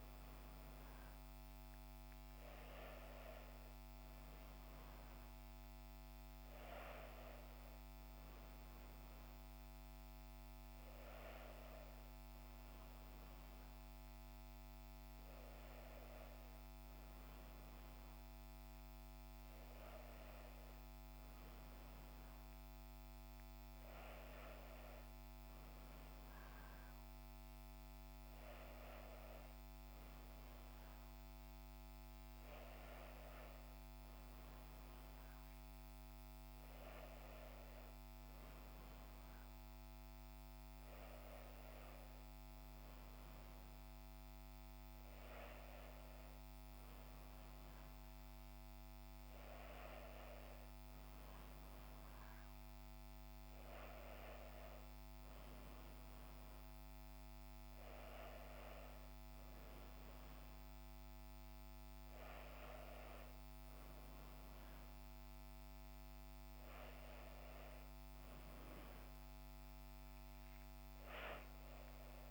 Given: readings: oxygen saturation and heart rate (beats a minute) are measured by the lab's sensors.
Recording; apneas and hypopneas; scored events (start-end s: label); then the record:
breathing in sleep, hard to hear, by a microphone on the trachea; none
26.50-72.31 s: new sleep stage, N2 (light sleep)
From the record:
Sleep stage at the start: N1 (lightest sleep); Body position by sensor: on the back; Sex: female